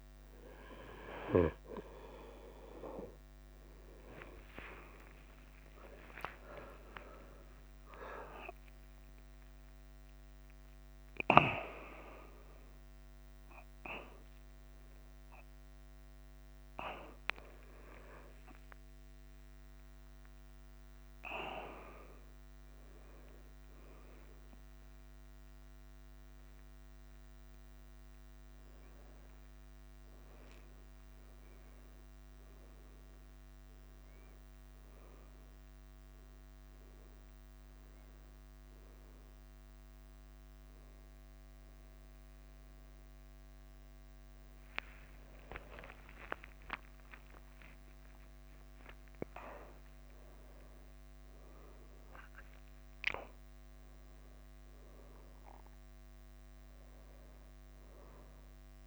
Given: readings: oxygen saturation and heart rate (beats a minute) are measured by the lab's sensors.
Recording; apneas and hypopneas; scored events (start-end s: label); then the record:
a person awake in a sleep study, by a microphone on the trachea; none
0.00-3.50 s: bradycardia (device-marked, heart rate 40 extreme)
7.00-9.00 s: long interval between heartbeats (device-marked, heart rate 48 before, 62 extreme)
9.50-11.50 s: long interval between heartbeats (device-marked, heart rate 51 before, 77 extreme)
25.50-58.87 s: bradycardia (device-marked, heart rate 49 before, 42 extreme)
55.50-58.87 s: new sleep stage, N1 (lightest sleep)
From the record:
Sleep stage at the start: awake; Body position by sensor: on the back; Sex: male